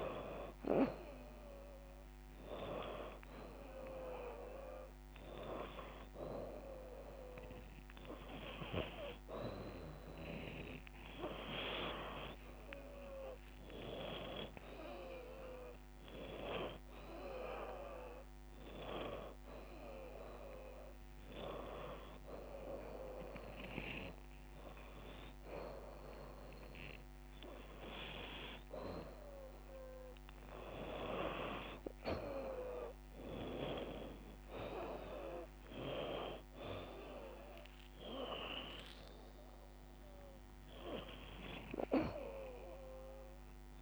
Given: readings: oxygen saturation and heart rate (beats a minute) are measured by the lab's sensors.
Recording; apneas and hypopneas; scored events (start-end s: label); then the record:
breathing in sleep by a microphone on the trachea; 1
20.00-31.50 s: hypopnea (oxygen 93% before, 88% lowest, heart rate 94 before, 81 extreme, up 11 after)
21.00-32.00 s: oxygen desaturation (device-marked, oxygen 92% before, 89% lowest, heart rate 95 before, 81 extreme)
32.00-42.00 s: drop in pulse transit time (device-marked, heart rate 93 before, 87 extreme)
34.50-39.00 s: arousal
41.00-43.00 s: long interval between heartbeats (device-marked, heart rate 92 before, 101 extreme)
From the record:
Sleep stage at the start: N2 (light sleep); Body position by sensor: upright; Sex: female